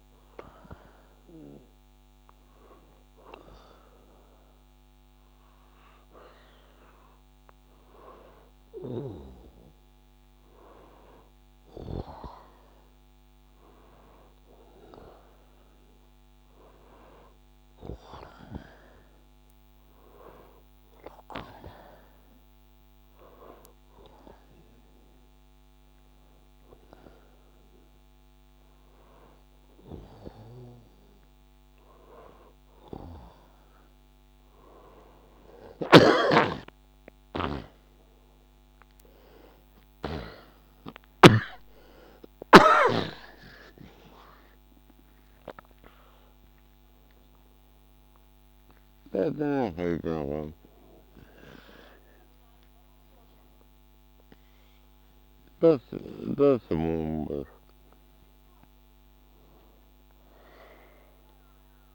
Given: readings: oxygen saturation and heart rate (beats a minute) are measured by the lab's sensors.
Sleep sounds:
a person partly awake in a sleep study, by a microphone on the trachea; none
36.00-41.50 s: snoring (device-marked)
45.50-61.95 s: new sleep stage, awake
49.50-56.00 s: snoring (device-marked)
From the record:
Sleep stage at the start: N2 (light sleep); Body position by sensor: on the back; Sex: male

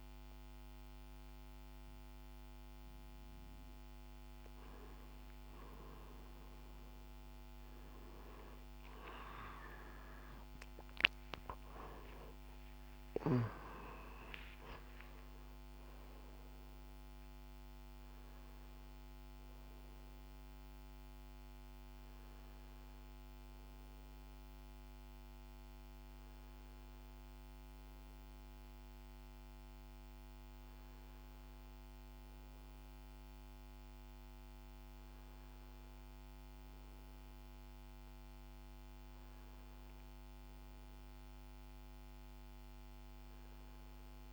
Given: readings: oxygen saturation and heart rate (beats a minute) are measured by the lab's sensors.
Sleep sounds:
a person partly awake in a sleep study, by a microphone on the trachea; none
5.00-44.33 s: new sleep stage, N1 (lightest sleep)
From the record:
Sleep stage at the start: awake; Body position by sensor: on the back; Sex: male

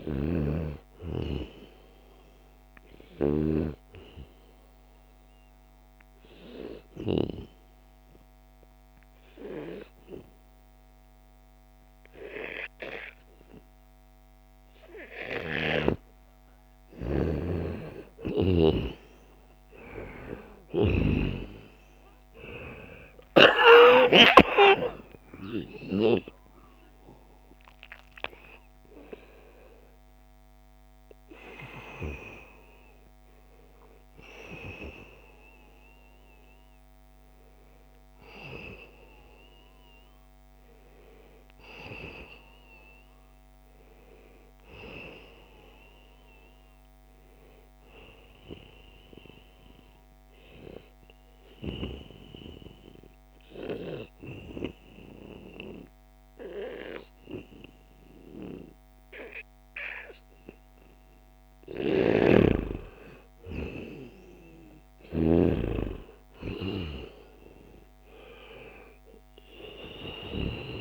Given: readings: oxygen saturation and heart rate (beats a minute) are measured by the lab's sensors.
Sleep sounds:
breathing in sleep by a microphone on the trachea; 2
0.00-3.00 s: snoring (device-marked)
1.50-70.81 s: new sleep stage, N2 (light sleep)
2.00-14.50 s: obstructive apnea (oxygen 94% before, 88% lowest, heart rate 84 before, 77 extreme, up 0 after)
19.50-23.50 s: arousal
20.00-24.00 s: snoring (device-marked)
22.50-40.50 s: oxygen desaturation (device-marked, oxygen 93% before, 88% lowest, heart rate 80 before, 76 extreme)
42.00-46.50 s: arousal
51.00-61.00 s: obstructive apnea (oxygen 95% before, 89% lowest, heart rate 86 before, 76 extreme, up 1 after)
61.50-65.00 s: snoring (device-marked)
62.00-66.00 s: arousal
66.50-70.81 s: oxygen desaturation (device-marked, oxygen 94% before, 90% lowest, heart rate 79 before, 78 extreme)
From the record:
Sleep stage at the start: N1 (lightest sleep); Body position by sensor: on the back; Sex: male

